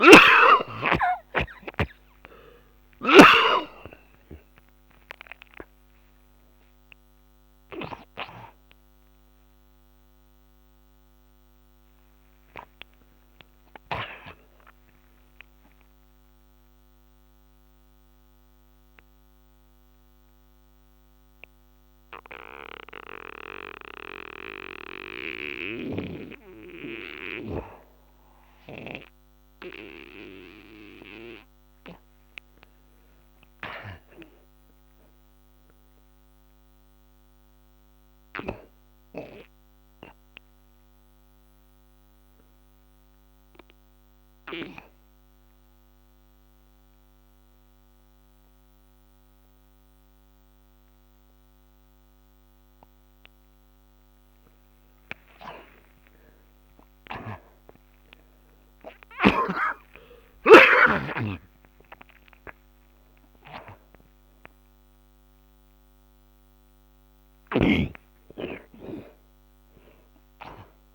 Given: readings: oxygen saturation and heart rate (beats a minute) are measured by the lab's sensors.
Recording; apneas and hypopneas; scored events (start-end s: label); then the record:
breathing in sleep by a microphone on the trachea; 2
1.50-12.50 s: oxygen desaturation (device-marked, oxygen 91% before, 76% lowest, heart rate 60 before, 46 extreme)
17.50-31.00 s: obstructive apnea (oxygen 91% before, 79% lowest, heart rate 73 before, 46 extreme, up 19 after)
32.50-37.50 s: arousal
41.50-53.50 s: oxygen desaturation (device-marked, oxygen 97% before, 84% lowest, heart rate 57 before, 54 extreme)
44.50-54.50 s: obstructive apnea (oxygen 99% before, 79% lowest, heart rate 57 before, 54 extreme, up 32 after)
55.50-61.00 s: arousal
55.50-67.50 s: oxygen desaturation (device-marked, oxygen 92% before, 85% lowest, heart rate 59 before, 54 extreme)
69.50-70.95 s: oxygen desaturation (device-marked, oxygen 88% before, 79% lowest, heart rate 69 before, 54 extreme)
From the record:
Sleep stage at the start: N2 (light sleep); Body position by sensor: on the back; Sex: male